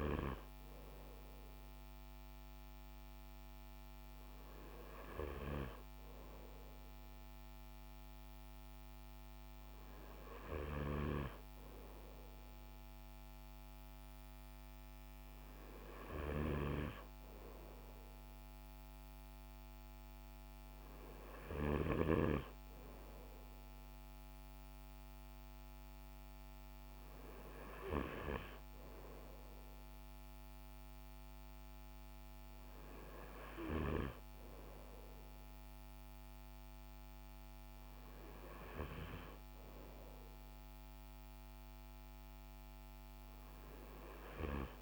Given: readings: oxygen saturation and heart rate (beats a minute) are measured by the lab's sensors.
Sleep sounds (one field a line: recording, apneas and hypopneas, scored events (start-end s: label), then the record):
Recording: breathing in sleep by a microphone on the trachea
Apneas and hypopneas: none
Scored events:
10.00-21.50 s: snoring (device-marked)
From the record:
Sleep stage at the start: N2 (light sleep)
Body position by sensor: on the front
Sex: male